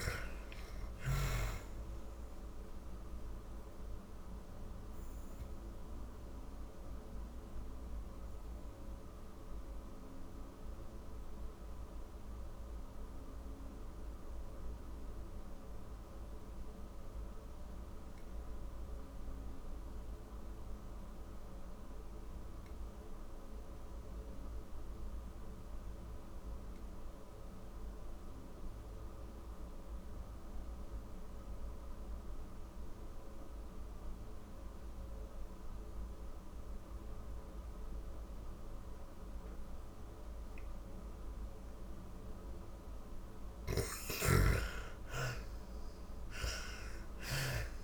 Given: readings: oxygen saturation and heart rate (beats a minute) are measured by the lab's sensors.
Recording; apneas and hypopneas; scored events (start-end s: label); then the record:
breathing in sleep by a room microphone; 1
0.00-25.50 s: oxygen desaturation (device-marked, oxygen 81% lowest, heart rate 43 extreme)
2.00-40.00 s: obstructive apnea (oxygen 98% before, 77% lowest, heart rate 77 before, 43 extreme, up 56 after)
36.50-47.84 s: oxygen desaturation (device-marked, oxygen 98% before, 77% lowest, heart rate 52 before, 39 extreme)
42.50-47.84 s: snoring (device-marked)
43.50-47.84 s: arousal
From the record:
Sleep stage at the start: N2 (light sleep); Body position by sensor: on the back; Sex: female